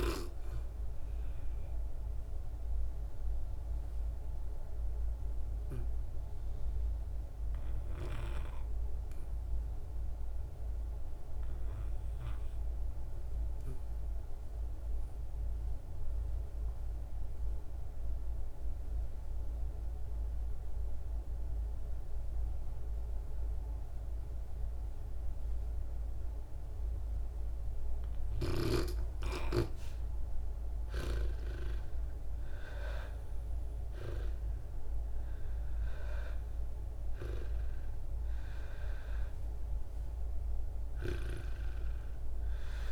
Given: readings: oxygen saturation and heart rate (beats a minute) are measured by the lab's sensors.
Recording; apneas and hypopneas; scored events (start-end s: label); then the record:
breathing in sleep by a room microphone; 1
0.00-15.00 s: oxygen desaturation (device-marked, oxygen 80% lowest, heart rate 50 extreme)
1.00-28.00 s: obstructive apnea (oxygen 97% before, 80% lowest, heart rate 59 before, 54 extreme, up 11 after)
30.00-34.50 s: arousal
32.00-42.92 s: oxygen desaturation (device-marked, oxygen 96% before, 84% lowest, heart rate 57 before, 48 extreme)
From the record:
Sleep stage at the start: REM sleep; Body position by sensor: on the back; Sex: female